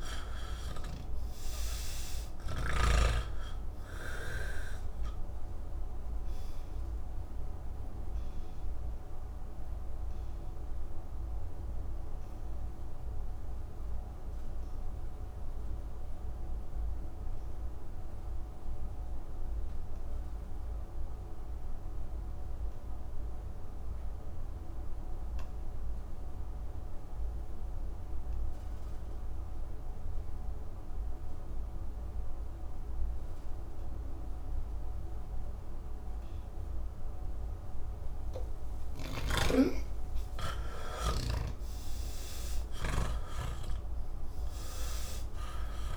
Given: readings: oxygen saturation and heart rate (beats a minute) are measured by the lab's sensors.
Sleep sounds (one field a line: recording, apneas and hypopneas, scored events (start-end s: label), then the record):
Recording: breathing in sleep by a room microphone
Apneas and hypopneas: 1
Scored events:
0.00-22.50 s: oxygen desaturation (device-marked, oxygen 81% lowest, heart rate 55 extreme)
13.00-37.50 s: obstructive apnea (oxygen 99% before, 77% lowest, heart rate 107 before, 47 extreme, up 59 after)
29.50-45.97 s: oxygen desaturation (device-marked, oxygen 99% before, 77% lowest, heart rate 88 before, 47 extreme)
39.00-45.97 s: snoring (device-marked)
From the record:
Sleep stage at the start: N1 (lightest sleep)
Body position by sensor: on the back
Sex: male